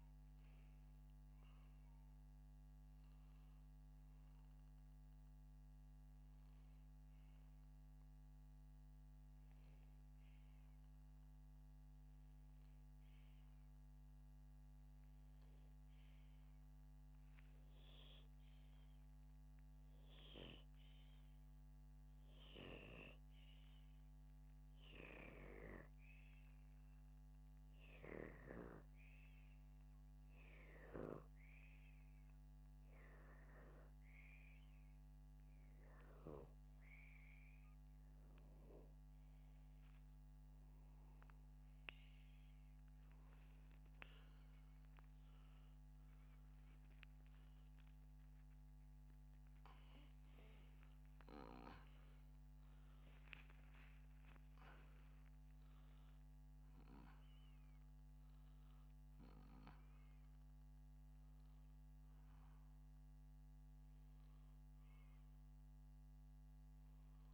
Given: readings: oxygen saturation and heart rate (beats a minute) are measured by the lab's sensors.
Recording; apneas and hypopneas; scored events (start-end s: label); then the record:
a person awake in a sleep study, by a microphone on the trachea; none
2.50-32.50 s: new sleep stage, N2 (light sleep)
32.50-67.34 s: new sleep stage, awake
From the record:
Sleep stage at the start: awake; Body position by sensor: upright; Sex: male